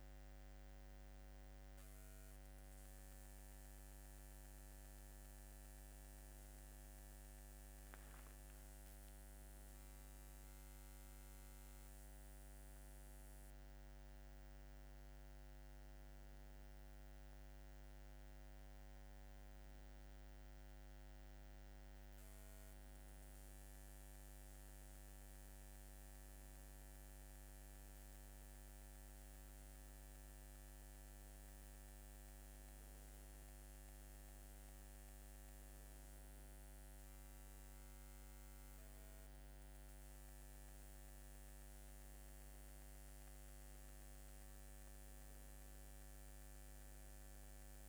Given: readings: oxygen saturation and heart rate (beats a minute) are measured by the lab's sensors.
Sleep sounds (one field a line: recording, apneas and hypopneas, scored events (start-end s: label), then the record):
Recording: a person awake in a sleep study, hard to hear, by a microphone on the trachea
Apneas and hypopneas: none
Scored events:
25.00-27.00 s: long interval between heartbeats (device-marked, heart rate 77 before, 90 extreme)
From the record:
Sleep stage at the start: awake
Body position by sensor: on the back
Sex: male